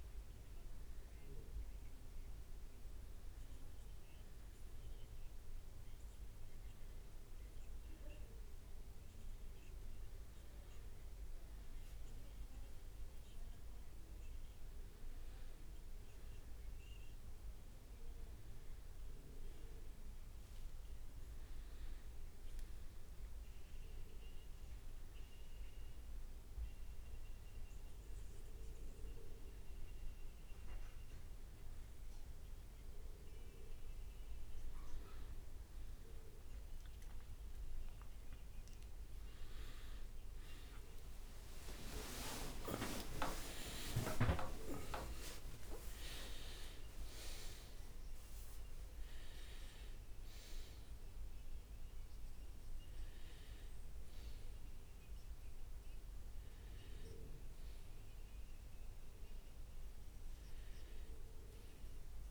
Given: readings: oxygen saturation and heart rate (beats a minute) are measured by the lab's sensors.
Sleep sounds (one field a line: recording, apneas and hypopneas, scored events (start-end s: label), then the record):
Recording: breathing in sleep by a room microphone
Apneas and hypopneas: none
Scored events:
41.00-46.00 s: arousal
From the record:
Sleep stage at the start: N1 (lightest sleep)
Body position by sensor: on the back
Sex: male